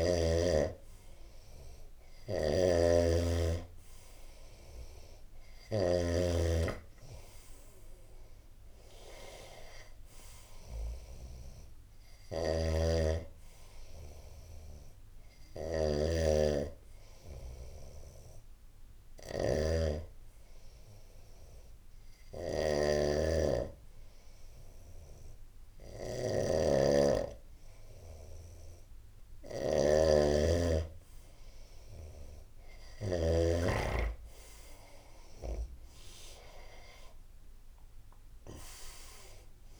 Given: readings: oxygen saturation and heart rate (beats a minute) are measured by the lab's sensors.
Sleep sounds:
breathing in sleep by a room microphone; 1
0.00-5.50 s: snoring (device-marked)
0.00-11.00 s: oxygen desaturation (device-marked, oxygen 93% lowest, heart rate 72 extreme)
3.50-8.00 s: arousal
12.00-33.00 s: snoring (device-marked)
17.50-29.00 s: hypopnea (oxygen 96% before, 93% lowest, heart rate 79 before, 76 extreme, up 10 after)
34.50-38.00 s: arousal
From the record:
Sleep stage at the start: N2 (light sleep); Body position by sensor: on the right side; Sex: male

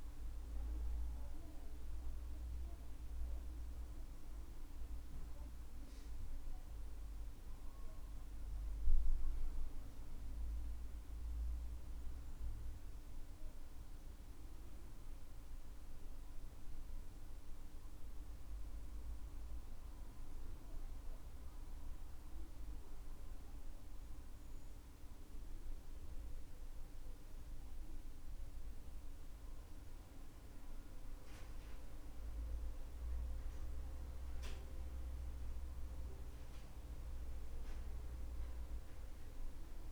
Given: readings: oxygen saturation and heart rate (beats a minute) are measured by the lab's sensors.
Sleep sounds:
a person awake in a sleep study, hard to hear, by a room microphone; none
none scored
From the record:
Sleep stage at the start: awake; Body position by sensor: on the back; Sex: male

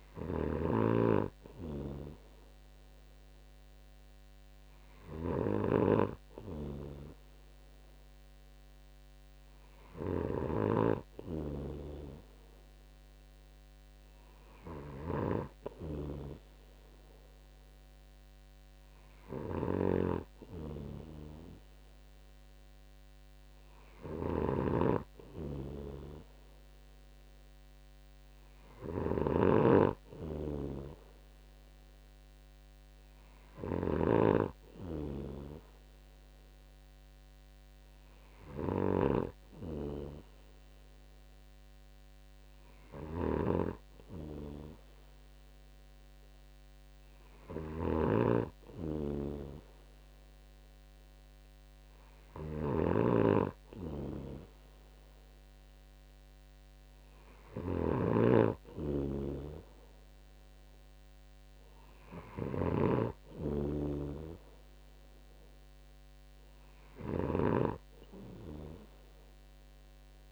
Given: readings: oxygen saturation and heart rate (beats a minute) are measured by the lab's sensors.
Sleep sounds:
breathing in sleep by a microphone on the trachea; none
0.00-70.32 s: snoring (device-marked)
From the record:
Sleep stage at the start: N2 (light sleep); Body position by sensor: on the right side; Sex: male

